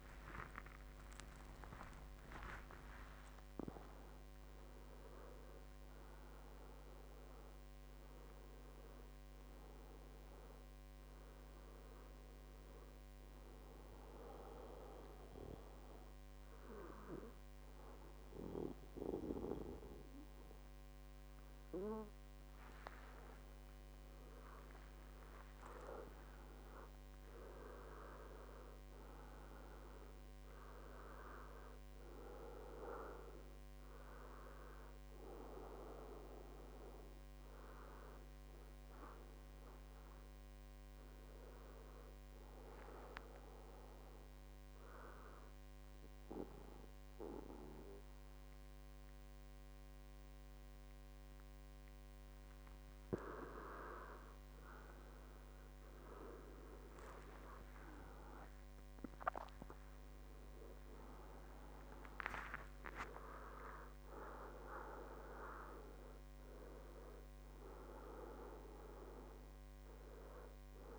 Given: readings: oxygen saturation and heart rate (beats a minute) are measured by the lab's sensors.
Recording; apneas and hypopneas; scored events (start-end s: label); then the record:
breathing in sleep by a microphone on the trachea; 1
1.00-5.50 s: arousal
23.50-27.00 s: arousal
44.00-55.00 s: obstructive apnea (oxygen 96% before, 93% lowest, heart rate 74 before, 62 extreme, up 16 after)
60.00-70.99 s: new sleep stage, N2 (light sleep)
60.50-64.00 s: arousal
From the record:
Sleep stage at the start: N1 (lightest sleep); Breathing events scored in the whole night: 363 in 5.3 hours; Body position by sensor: on the back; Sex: male